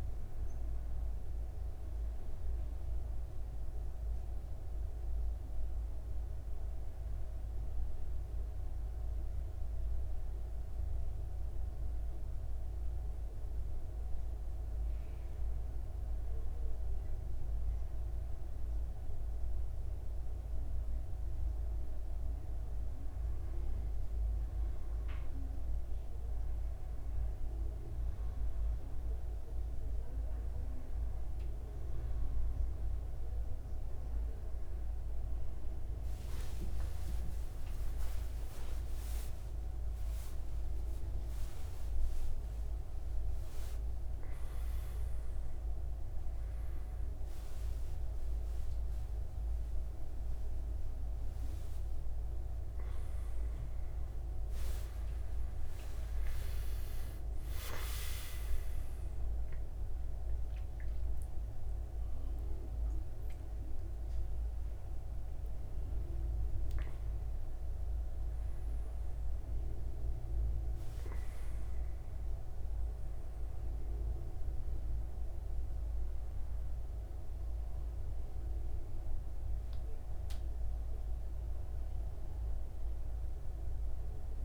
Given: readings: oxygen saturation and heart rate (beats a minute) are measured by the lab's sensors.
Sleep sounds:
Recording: a person awake in a sleep study, hard to hear, by a room microphone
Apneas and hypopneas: 1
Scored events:
10.00-22.50 s: hypopnea (oxygen 97% before, 95% lowest, heart rate 85 before, 77 extreme, up 4 after)
35.50-84.45 s: new sleep stage, awake
65.50-74.50 s: oxygen desaturation (device-marked, oxygen 98% before, 95% lowest, heart rate 110 before, 80 extreme)
From the record:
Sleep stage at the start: N1 (lightest sleep)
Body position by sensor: on the back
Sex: male

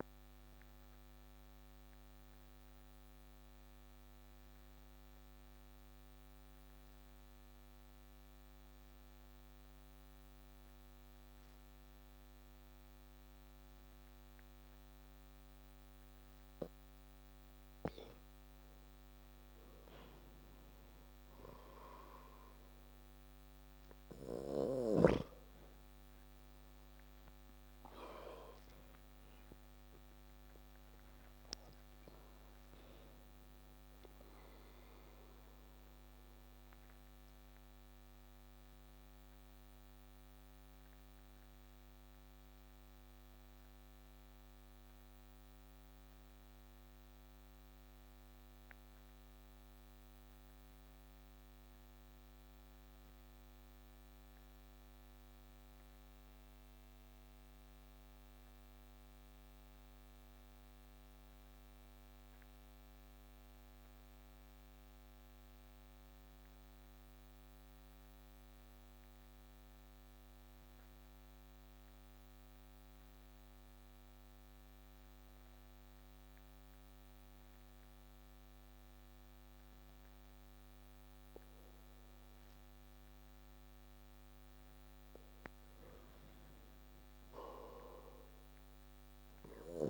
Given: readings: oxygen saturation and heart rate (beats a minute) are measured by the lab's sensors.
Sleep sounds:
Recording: breathing in sleep by a microphone on the trachea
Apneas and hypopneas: 2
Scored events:
0.00-24.00 s: oxygen desaturation (device-marked, oxygen 90% lowest)
1.00-18.00 s: obstructive apnea (oxygen 98% before, 90% lowest)
25.50-31.00 s: arousal
35.50-84.50 s: obstructive apnea (oxygen 94% before, 90% lowest)
77.00-89.90 s: oxygen desaturation (device-marked, oxygen 97% before, 92% lowest)
87.00-89.90 s: arousal
From the record:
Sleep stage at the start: N2 (light sleep)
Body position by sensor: on the back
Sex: male

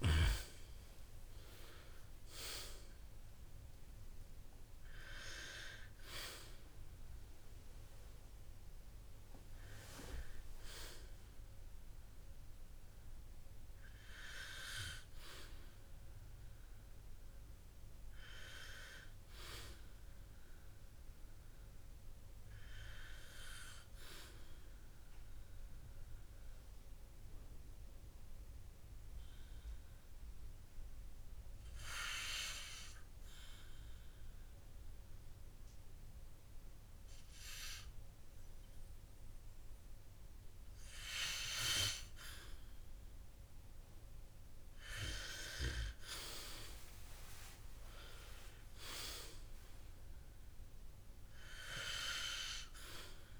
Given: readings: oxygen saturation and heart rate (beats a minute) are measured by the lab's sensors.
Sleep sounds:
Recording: breathing in sleep by a room microphone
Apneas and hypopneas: 1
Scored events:
0.00-1.50 s: oxygen desaturation (device-marked, oxygen 91% lowest, heart rate 57 extreme)
0.00-3.00 s: arousal
3.50-29.50 s: oxygen desaturation (device-marked, oxygen 93% before, 84% lowest, heart rate 84 before, 59 extreme)
26.50-42.50 s: hypopnea (oxygen 93% before, 92% lowest, heart rate 69 before, 47 extreme, up 9 after)
45.00-49.00 s: arousal
From the record:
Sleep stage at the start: N2 (light sleep)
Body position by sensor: on the back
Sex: male

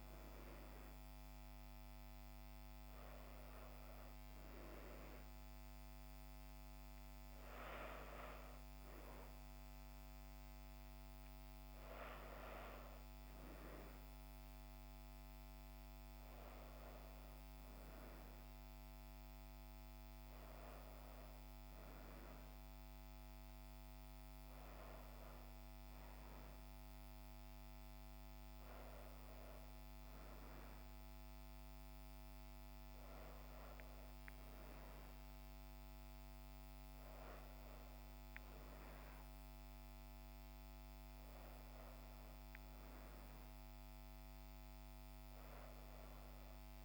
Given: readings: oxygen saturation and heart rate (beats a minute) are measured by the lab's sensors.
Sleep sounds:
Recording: breathing in sleep, hard to hear, by a microphone on the trachea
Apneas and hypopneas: none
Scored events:
16.00-20.50 s: arousal
28.50-46.84 s: new sleep stage, N1 (lightest sleep)
From the record:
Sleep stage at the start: N2 (light sleep)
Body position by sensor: on the back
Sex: female

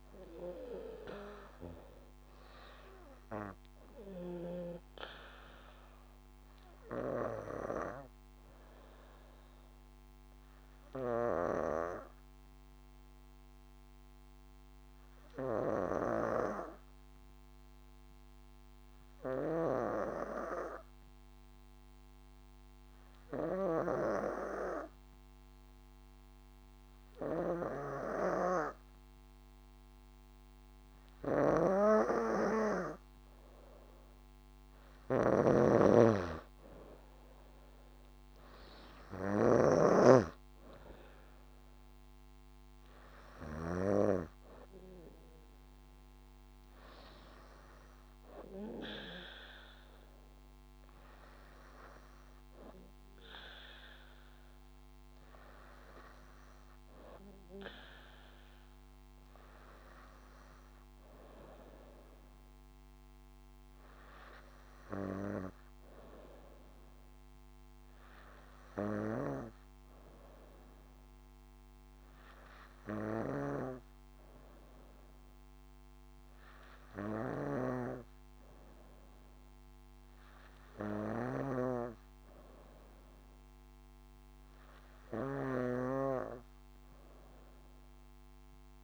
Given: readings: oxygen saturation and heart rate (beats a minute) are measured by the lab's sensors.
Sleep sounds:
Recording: breathing in sleep by a microphone on the trachea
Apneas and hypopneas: 1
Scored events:
12.00-34.00 s: obstructive apnea (oxygen 94% before, 89% lowest, heart rate 76 before, 62 extreme, up 4 after)
24.00-56.00 s: oxygen desaturation (device-marked, oxygen 97% before, 89% lowest, heart rate 71 before, 61 extreme)
31.50-44.00 s: snoring (device-marked)
39.00-42.50 s: arousal
From the record:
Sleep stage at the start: N3 (deep sleep)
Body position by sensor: on the back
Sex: female

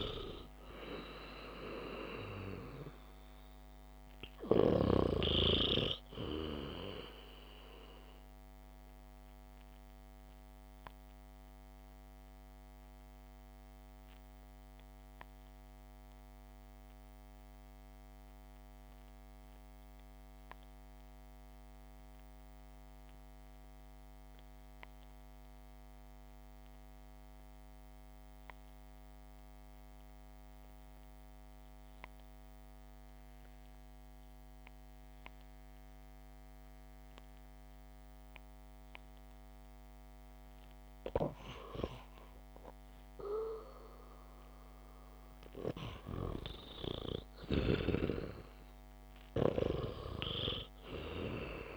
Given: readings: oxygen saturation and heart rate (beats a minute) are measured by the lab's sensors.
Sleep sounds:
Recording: breathing in sleep by a microphone on the trachea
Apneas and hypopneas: 1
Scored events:
0.00-2.50 s: arousal
0.00-14.00 s: oxygen desaturation (device-marked, oxygen 90% lowest, heart rate 56 extreme)
10.50-42.00 s: obstructive apnea (oxygen 98% before, 90% lowest, heart rate 60 before, 57 extreme)
45.00-49.00 s: arousal
From the record:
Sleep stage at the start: REM sleep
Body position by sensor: on the back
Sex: male

